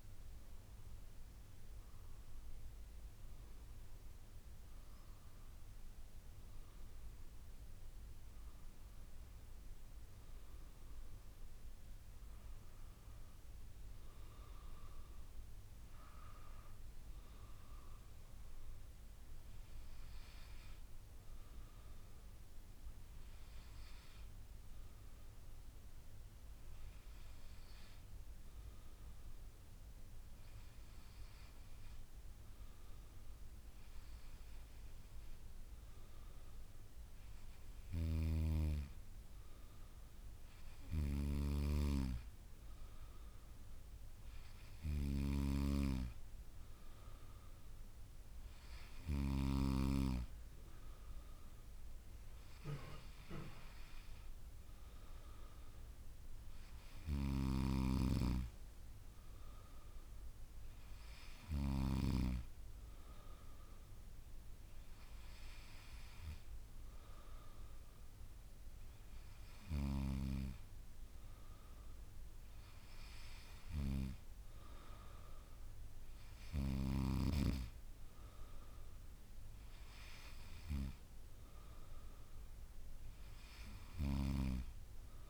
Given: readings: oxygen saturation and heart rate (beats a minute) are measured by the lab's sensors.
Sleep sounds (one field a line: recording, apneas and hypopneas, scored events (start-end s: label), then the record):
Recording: breathing in sleep by a room microphone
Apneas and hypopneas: none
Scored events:
57.50-62.00 s: snoring (device-marked)
From the record:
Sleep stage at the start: N2 (light sleep)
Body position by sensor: on the back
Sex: female